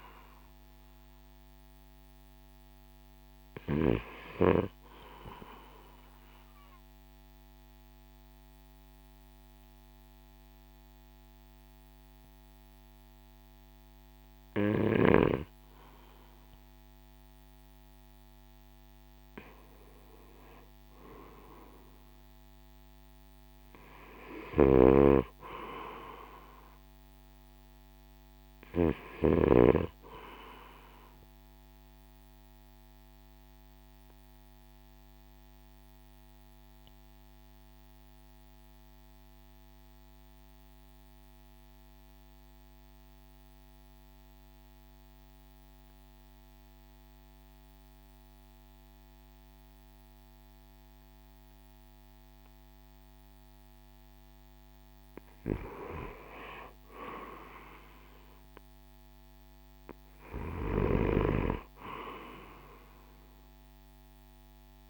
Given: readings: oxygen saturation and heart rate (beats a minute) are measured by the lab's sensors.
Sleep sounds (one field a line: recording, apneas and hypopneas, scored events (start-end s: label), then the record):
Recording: breathing in sleep by a microphone on the trachea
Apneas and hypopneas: 2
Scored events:
0.00-3.00 s: oxygen desaturation (device-marked, oxygen 90% lowest, heart rate 53 extreme)
5.50-16.00 s: obstructive apnea (oxygen 99% before, 92% lowest, heart rate 53 before, 52 extreme, up 1 after)
19.00-22.50 s: arousal
24.00-29.00 s: snoring (device-marked)
31.50-54.50 s: obstructive apnea (oxygen 99% before, 88% lowest, heart rate 55 before, 51 extreme, up 6 after)
34.00-48.00 s: oxygen desaturation (device-marked, oxygen 96% before, 92% lowest, heart rate 55 before, 51 extreme)
55.50-59.00 s: arousal
From the record:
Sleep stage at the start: N2 (light sleep)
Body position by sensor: on the right side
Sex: male